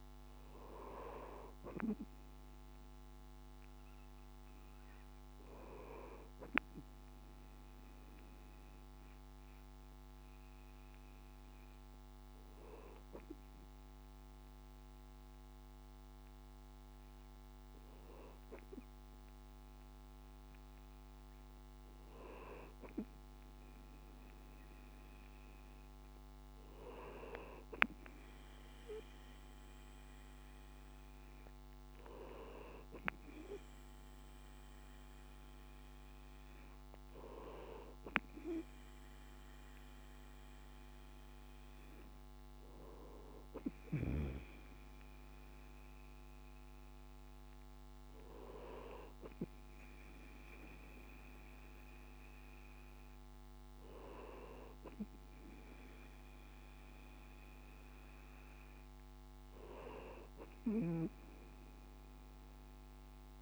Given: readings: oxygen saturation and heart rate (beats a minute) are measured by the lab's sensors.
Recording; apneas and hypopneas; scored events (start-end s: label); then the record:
breathing in sleep by a microphone on the trachea; none
none scored
From the record:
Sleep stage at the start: N2 (light sleep); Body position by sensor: on the right side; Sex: male